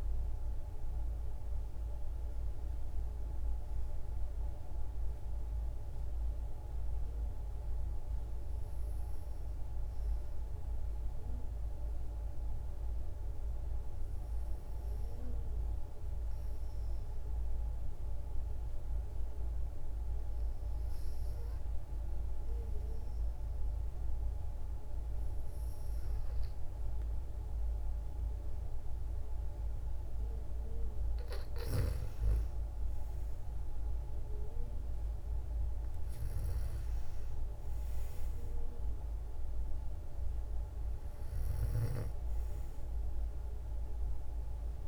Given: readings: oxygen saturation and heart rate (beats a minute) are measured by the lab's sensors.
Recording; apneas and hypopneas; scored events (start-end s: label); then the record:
breathing in sleep, hard to hear, by a room microphone; 1
0.00-5.50 s: oxygen desaturation (device-marked, oxygen 90% lowest, heart rate 55 extreme)
9.50-31.00 s: hypopnea (oxygen 96% before, 91% lowest, heart rate 57 before, 56 extreme, up 3 after)
26.50-44.88 s: oxygen desaturation (device-marked, oxygen 96% before, 91% lowest, heart rate 57 before, 55 extreme)
32.00-36.00 s: arousal
From the record:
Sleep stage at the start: N2 (light sleep); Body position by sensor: on the back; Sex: female